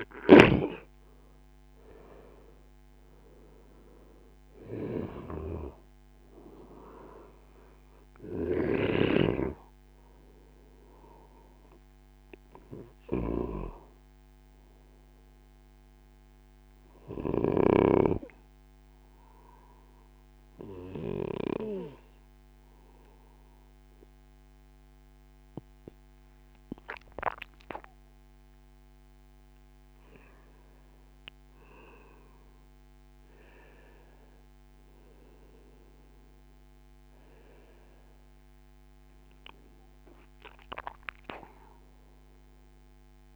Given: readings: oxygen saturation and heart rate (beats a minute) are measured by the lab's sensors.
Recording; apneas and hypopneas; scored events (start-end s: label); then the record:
breathing in sleep by a microphone on the trachea; 1
0.00-17.50 s: snoring (device-marked)
19.00-30.50 s: obstructive apnea (oxygen 97% before, 93% lowest, heart rate 64 before, 72 extreme, up 8 after)
34.50-39.50 s: arousal
From the record:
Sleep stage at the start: N2 (light sleep); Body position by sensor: on the right side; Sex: male